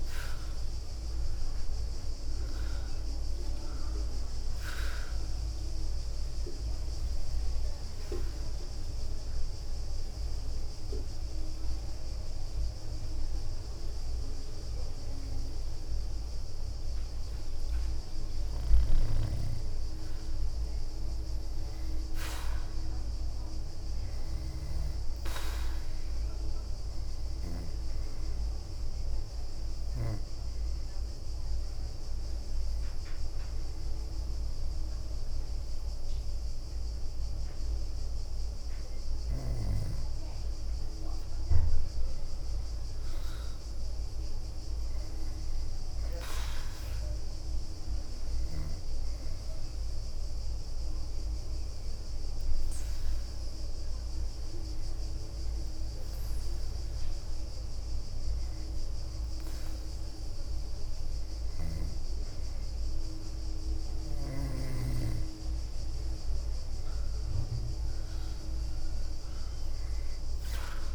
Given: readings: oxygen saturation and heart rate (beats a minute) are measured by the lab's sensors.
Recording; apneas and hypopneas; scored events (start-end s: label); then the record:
breathing in sleep by a room microphone; 3
0.00-1.00 s: arousal
6.00-11.00 s: bradycardia (device-marked, heart rate 68 before, 57 extreme)
8.00-22.00 s: oxygen desaturation (device-marked, oxygen 96% before, 90% lowest, heart rate 67 before, 58 extreme)
8.50-20.50 s: hypopnea (oxygen 96% before, 90% lowest, heart rate 67 before, 58 extreme, up 13 after)
11.50-19.00 s: leg movement (device-marked)
23.00-26.50 s: arousal
25.00-28.50 s: leg movement (device-marked)
30.50-41.50 s: hypopnea (oxygen 97% before, 91% lowest, heart rate 64 before, 58 extreme, up 12 after)
34.00-45.00 s: oxygen desaturation (device-marked, oxygen 96% before, 91% lowest, heart rate 66 before, 60 extreme)
35.00-37.00 s: bradycardia (device-marked, heart rate 68 before, 61 extreme)
42.00-44.50 s: arousal
47.00-59.50 s: hypopnea (oxygen 97% before, 91% lowest, heart rate 65 before, 60 extreme, up 5 after)
55.00-63.00 s: oxygen desaturation (device-marked, oxygen 96% before, 91% lowest, heart rate 65 before, 60 extreme)
60.00-62.00 s: leg movement (device-marked)
61.00-64.00 s: arousal
66.00-70.95 s: leg movement (device-marked)
68.00-70.95 s: oxygen desaturation (device-marked, oxygen 96% before, 91% lowest, heart rate 66 before, 60 extreme)
From the record:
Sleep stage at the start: N2 (light sleep); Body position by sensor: on the back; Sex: female